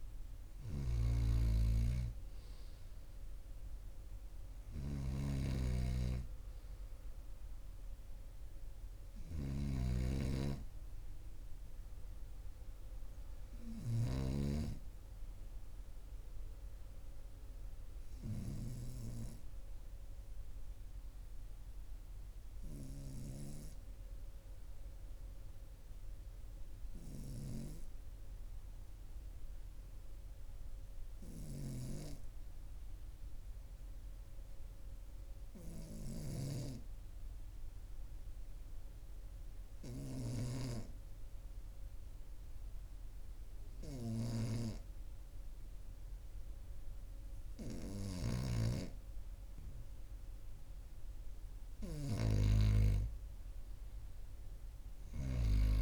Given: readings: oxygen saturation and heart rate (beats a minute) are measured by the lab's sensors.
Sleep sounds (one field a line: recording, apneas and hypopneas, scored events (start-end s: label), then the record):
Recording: breathing in sleep by a room microphone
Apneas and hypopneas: 1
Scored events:
0.00-14.00 s: snoring (device-marked)
23.00-48.00 s: hypopnea (oxygen 98% before, 94% lowest, heart rate 42 before, 42 extreme, up 2 after)
47.50-52.00 s: snoring (device-marked)
50.50-53.50 s: arousal
From the record:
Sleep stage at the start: N2 (light sleep)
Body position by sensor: on the right side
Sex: male